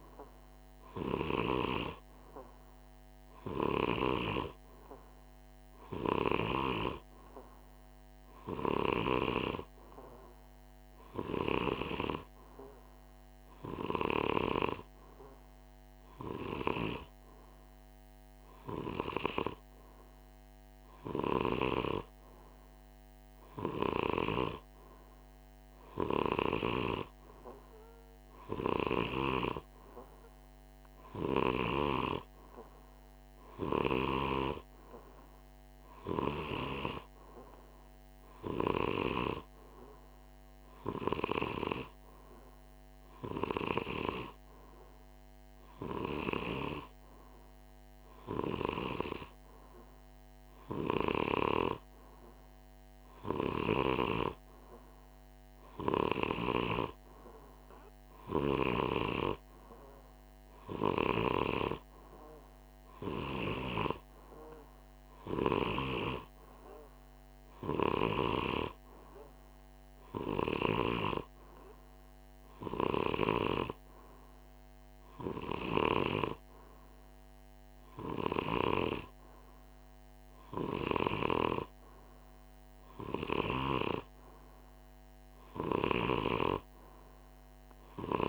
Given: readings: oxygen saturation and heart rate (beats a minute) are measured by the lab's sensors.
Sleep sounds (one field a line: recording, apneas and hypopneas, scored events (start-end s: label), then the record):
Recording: breathing in sleep by a microphone on the trachea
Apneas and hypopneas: none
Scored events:
none scored
From the record:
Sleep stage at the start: N2 (light sleep)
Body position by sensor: on the right side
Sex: male